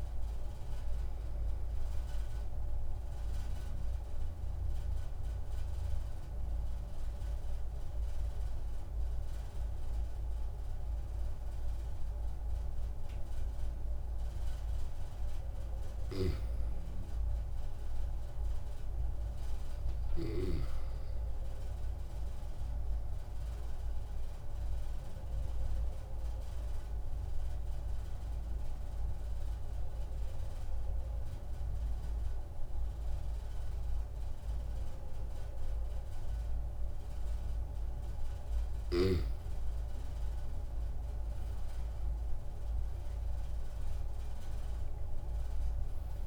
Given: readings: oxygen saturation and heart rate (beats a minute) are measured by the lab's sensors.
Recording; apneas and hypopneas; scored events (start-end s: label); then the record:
breathing in sleep, hard to hear, by a room microphone; 2
3.50-15.50 s: obstructive apnea (oxygen 97% before, 94% lowest)
17.00-21.00 s: arousal
26.50-37.50 s: obstructive apnea (oxygen 97% before, 94% lowest)
40.50-44.00 s: arousal
From the record:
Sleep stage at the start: N2 (light sleep); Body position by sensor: on the back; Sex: male